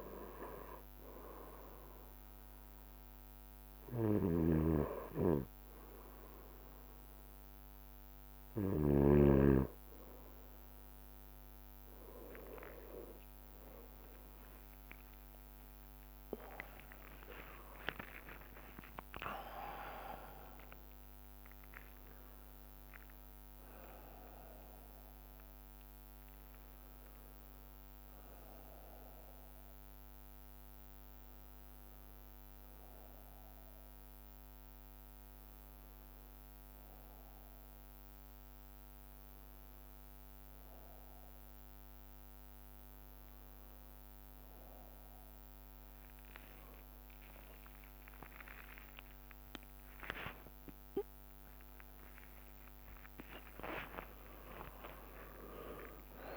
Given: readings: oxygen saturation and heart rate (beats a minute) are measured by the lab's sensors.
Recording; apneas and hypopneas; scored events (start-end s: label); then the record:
breathing in sleep by a microphone on the trachea; none
3.00-10.00 s: bradycardia (device-marked, heart rate 63 before, 58 extreme)
4.50-9.50 s: snoring (device-marked)
13.00-18.50 s: arousal
15.00-17.00 s: long interval between heartbeats (device-marked, heart rate 59 before, 70 extreme)
16.00-19.00 s: tachycardia (device-marked, heart rate 63 before, 100 extreme)
16.00-28.00 s: drop in pulse transit time (device-marked, heart rate 60 before, 66 extreme)
18.00-20.00 s: long interval between heartbeats (device-marked, heart rate 63 before, 100 extreme)
18.00-56.37 s: new sleep stage, N1 (lightest sleep)
45.00-56.00 s: tachycardia (device-marked, heart rate 62 before, 168 extreme)
49.00-51.00 s: long interval between heartbeats (device-marked, heart rate 65 before, 126 extreme)
49.50-55.50 s: arousal
51.00-53.00 s: long interval between heartbeats (device-marked, heart rate 72 before, 145 extreme)
53.00-55.00 s: long interval between heartbeats (device-marked, heart rate 82 before, 140 extreme)
53.00-56.37 s: drop in pulse transit time (device-marked, heart rate 82 before, 47 extreme)
55.00-56.37 s: long interval between heartbeats (device-marked, heart rate 90 before, 136 extreme)
From the record:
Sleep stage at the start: N2 (light sleep); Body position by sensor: on the right side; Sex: male